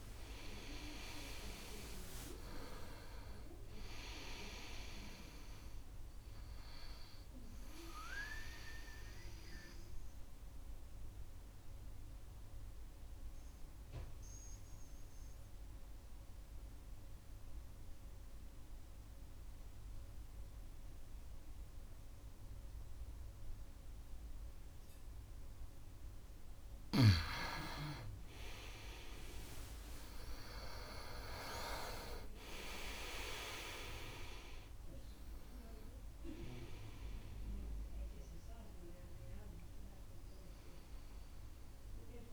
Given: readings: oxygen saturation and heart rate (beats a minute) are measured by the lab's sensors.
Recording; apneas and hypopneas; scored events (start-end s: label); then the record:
breathing in sleep by a room microphone; 1
0.00-2.50 s: arousal
0.00-20.50 s: oxygen desaturation (device-marked, oxygen 90% lowest, heart rate 62 extreme)
10.50-27.00 s: obstructive apnea (oxygen 98% before, 89% lowest, heart rate 70 before, 63 extreme, up 7 after)
28.00-32.00 s: arousal
29.50-42.33 s: oxygen desaturation (device-marked, oxygen 97% before, 89% lowest, heart rate 66 before, 63 extreme)
From the record:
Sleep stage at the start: N2 (light sleep); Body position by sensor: on the right side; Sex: male